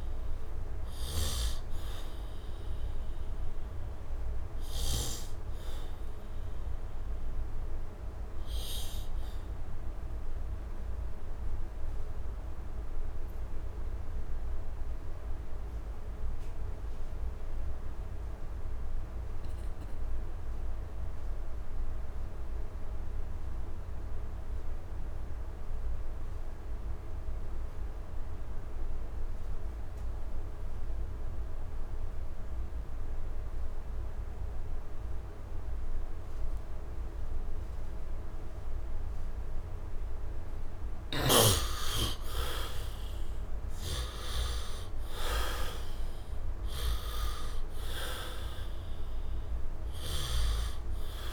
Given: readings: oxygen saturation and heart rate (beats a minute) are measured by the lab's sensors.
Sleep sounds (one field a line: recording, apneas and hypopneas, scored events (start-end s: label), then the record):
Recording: breathing in sleep by a room microphone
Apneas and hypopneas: 1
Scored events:
0.00-12.50 s: oxygen desaturation (device-marked, oxygen 77% lowest, heart rate 72 extreme)
2.00-40.50 s: obstructive apnea (oxygen 97% before, 69% lowest, heart rate 78 before, 70 extreme, up 9 after)
27.50-51.33 s: oxygen desaturation (device-marked, oxygen 99% before, 69% lowest, heart rate 74 before, 70 extreme)
41.50-45.50 s: arousal
From the record:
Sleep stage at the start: REM sleep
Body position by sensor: on the back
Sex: male